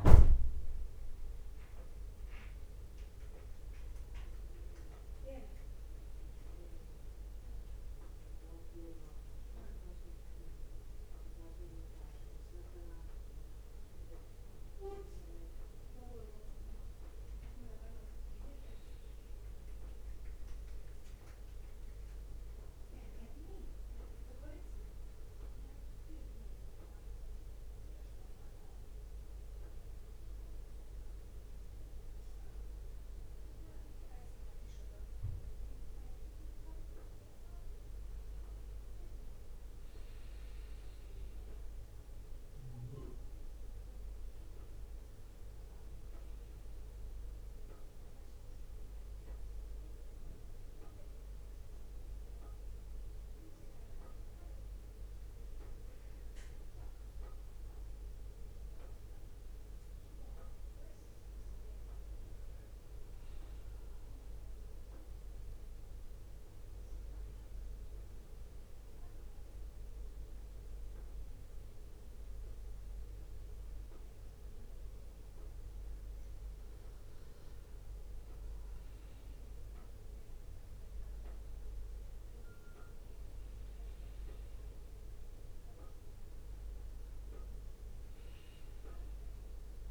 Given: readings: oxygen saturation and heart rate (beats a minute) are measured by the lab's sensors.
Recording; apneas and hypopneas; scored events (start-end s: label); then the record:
breathing in sleep, hard to hear, by a room microphone; 2
6.50-17.00 s: obstructive apnea (oxygen 96% before, 93% lowest, heart rate 63 before, 61 extreme, up 3 after)
19.50-23.50 s: arousal
58.50-62.00 s: arousal
66.50-78.00 s: obstructive apnea (oxygen 96% before, 91% lowest, heart rate 63 before, 61 extreme, up 4 after)
81.50-86.50 s: arousal
85.50-89.91 s: drop in pulse transit time (device-marked, heart rate 63 before, 61 extreme)
87.50-89.91 s: oxygen desaturation (device-marked, oxygen 95% before, 91% lowest, heart rate 63 before, 61 extreme)
From the record:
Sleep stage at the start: N2 (light sleep); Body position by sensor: on the back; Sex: male